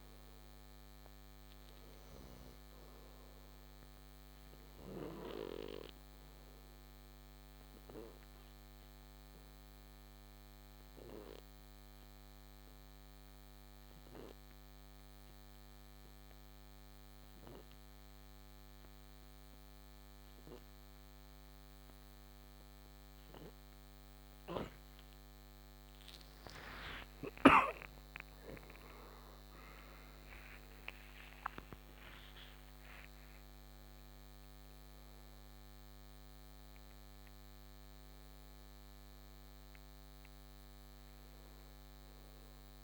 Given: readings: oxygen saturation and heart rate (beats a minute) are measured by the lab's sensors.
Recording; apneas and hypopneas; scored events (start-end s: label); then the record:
breathing in sleep by a microphone on the trachea; 1
0.00-2.00 s: arousal
1.50-16.50 s: oxygen desaturation (device-marked, oxygen 96% before, 91% lowest, heart rate 63 before, 62 extreme)
7.00-24.50 s: obstructive apnea (oxygen 96% before, 87% lowest, heart rate 64 before, 56 extreme, up 33 after)
26.50-32.00 s: arousal
27.00-32.00 s: snoring (device-marked)
28.50-42.84 s: oxygen desaturation (device-marked, oxygen 95% before, 87% lowest, heart rate 64 before, 52 extreme)
From the record:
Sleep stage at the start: N2 (light sleep); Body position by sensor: on the right side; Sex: male